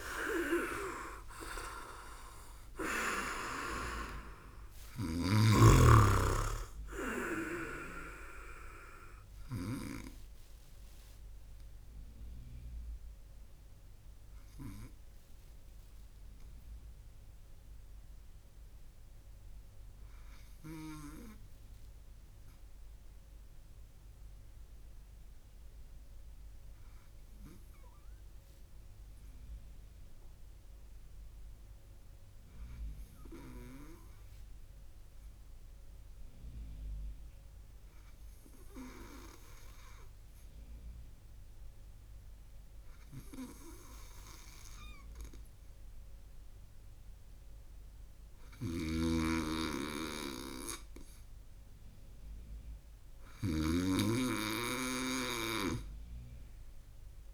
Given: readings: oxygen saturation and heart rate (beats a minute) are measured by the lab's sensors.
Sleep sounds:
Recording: breathing in sleep by a room microphone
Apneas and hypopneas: 1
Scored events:
0.00-3.00 s: arousal
10.00-50.50 s: obstructive apnea (oxygen 99% before, 95% lowest)
48.00-57.34 s: snoring (device-marked)
52.50-55.50 s: arousal
From the record:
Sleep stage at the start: N2 (light sleep)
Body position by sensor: on the right side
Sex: male

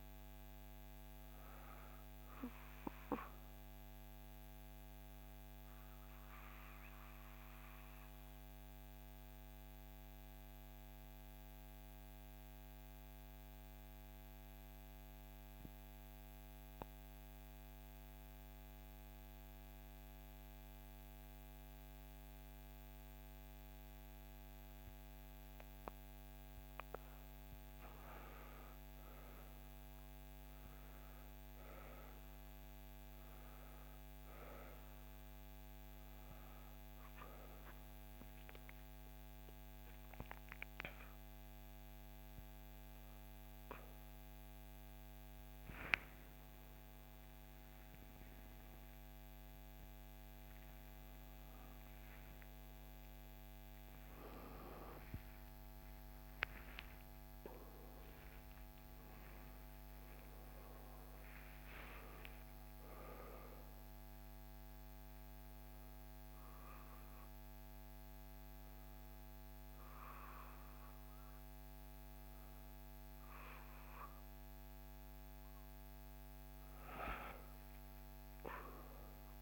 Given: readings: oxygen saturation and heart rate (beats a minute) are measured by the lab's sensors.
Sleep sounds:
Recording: a person partly awake in a sleep study, by a microphone on the trachea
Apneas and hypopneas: 1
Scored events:
0.00-8.50 s: oxygen desaturation (device-marked, oxygen 87% lowest, heart rate 61 extreme)
7.00-27.50 s: mixed apnea (oxygen 96% before, 87% lowest, heart rate 65 before, 61 extreme, up 5 after)
24.50-51.50 s: oxygen desaturation (device-marked, oxygen 97% before, 87% lowest, heart rate 62 before, 63 extreme)
34.50-64.50 s: new sleep stage, awake
64.50-79.42 s: new sleep stage, N1 (lightest sleep)
From the record:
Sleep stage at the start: N2 (light sleep)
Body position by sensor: on the back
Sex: female

